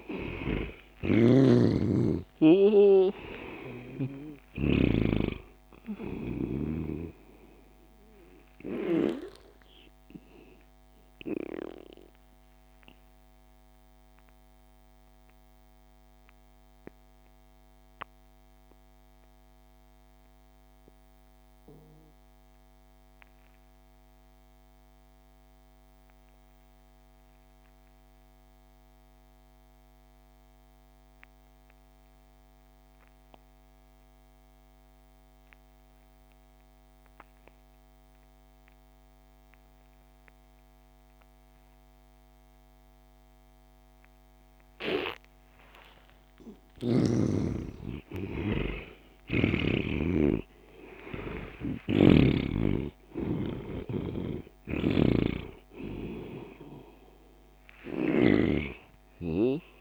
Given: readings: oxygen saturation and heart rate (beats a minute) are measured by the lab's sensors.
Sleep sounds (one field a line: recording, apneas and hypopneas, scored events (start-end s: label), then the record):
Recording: breathing in sleep by a microphone on the trachea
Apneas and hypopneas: 1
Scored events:
0.00-1.50 s: snoring (device-marked)
0.00-18.50 s: oxygen desaturation (device-marked, oxygen 80% lowest)
11.50-45.00 s: mixed apnea (oxygen 97% before, 79% lowest)
35.50-59.81 s: oxygen desaturation (device-marked, oxygen 98% before, 79% lowest)
46.50-52.00 s: arousal
54.00-58.50 s: snoring (device-marked)
From the record:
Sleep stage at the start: N2 (light sleep)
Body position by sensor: on the back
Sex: male